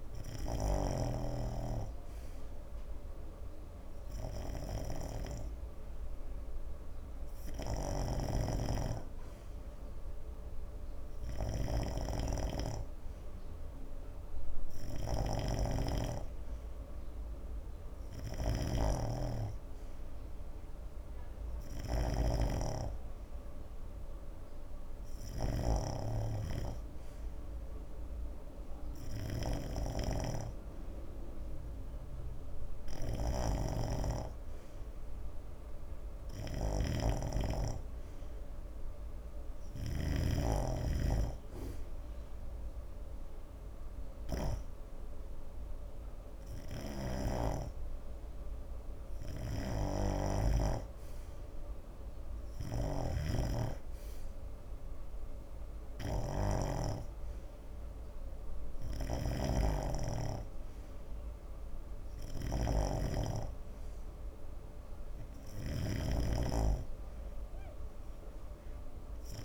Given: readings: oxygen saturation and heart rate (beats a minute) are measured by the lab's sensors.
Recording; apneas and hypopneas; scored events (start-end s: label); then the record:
breathing in sleep by a room microphone; none
0.00-45.50 s: snoring (device-marked)
50.00-69.45 s: snoring (device-marked)
From the record:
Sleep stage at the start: N2 (light sleep); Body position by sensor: on the right side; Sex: male